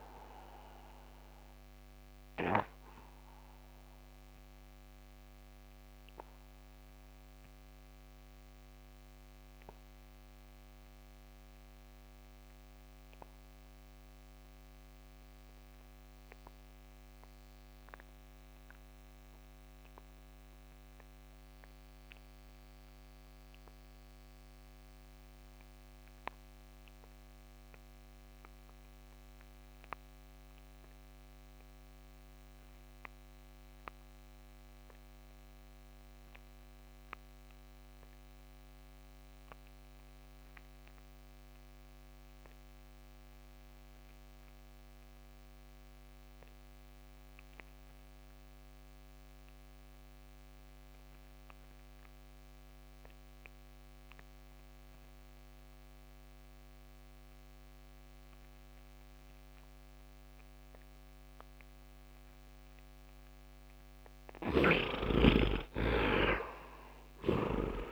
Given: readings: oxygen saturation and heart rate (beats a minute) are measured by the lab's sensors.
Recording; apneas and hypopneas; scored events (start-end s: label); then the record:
breathing in sleep by a microphone on the trachea; 1
0.00-12.50 s: oxygen desaturation (device-marked, oxygen 66% lowest, heart rate 73 extreme)
1.00-63.00 s: obstructive apnea (oxygen 99% before, 45% lowest, heart rate 84 before, 71 extreme, up 25 after)
14.50-67.92 s: oxygen desaturation (device-marked, oxygen 100% before, 45% lowest, heart rate 78 before, 69 extreme)
64.50-67.92 s: arousal
From the record:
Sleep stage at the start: N2 (light sleep); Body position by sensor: on the back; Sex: male